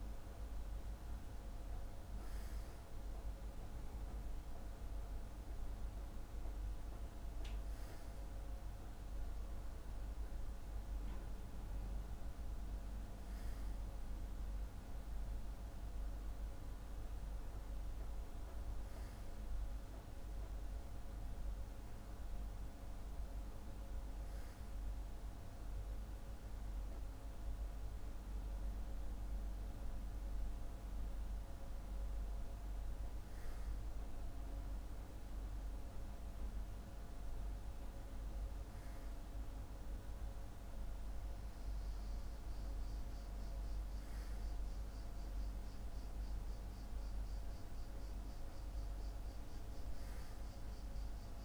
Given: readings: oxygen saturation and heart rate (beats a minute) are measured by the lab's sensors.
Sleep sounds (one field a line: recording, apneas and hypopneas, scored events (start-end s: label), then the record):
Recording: breathing in sleep, hard to hear, by a room microphone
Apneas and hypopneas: none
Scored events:
none scored
From the record:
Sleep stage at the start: N2 (light sleep)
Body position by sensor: on the back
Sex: male